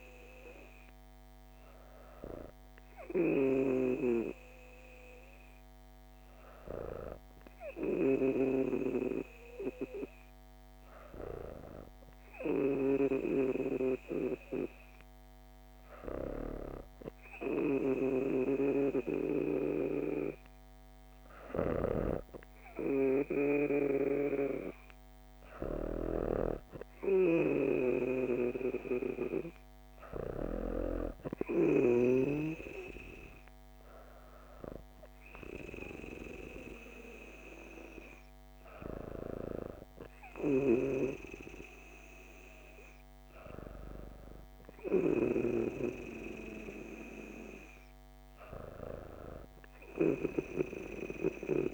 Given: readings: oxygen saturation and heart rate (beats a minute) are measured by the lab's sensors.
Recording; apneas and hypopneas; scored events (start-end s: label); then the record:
breathing in sleep by a microphone on the trachea; none
none scored
From the record:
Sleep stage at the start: N2 (light sleep); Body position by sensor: on the back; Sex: female